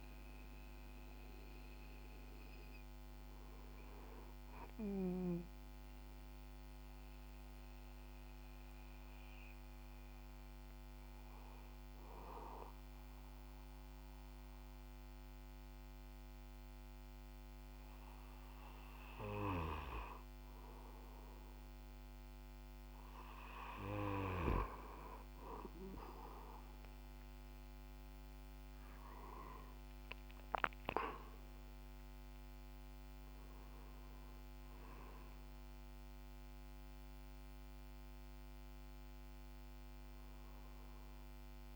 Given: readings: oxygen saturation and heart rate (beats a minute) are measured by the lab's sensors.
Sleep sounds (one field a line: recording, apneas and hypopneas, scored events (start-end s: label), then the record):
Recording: breathing in sleep by a microphone on the trachea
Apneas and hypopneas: 1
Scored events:
7.00-20.00 s: hypopnea (oxygen 99% before, 95% lowest, heart rate 59 before, 51 extreme, up 5 after)
25.00-30.00 s: arousal
From the record:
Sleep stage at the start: REM sleep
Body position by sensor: on the back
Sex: male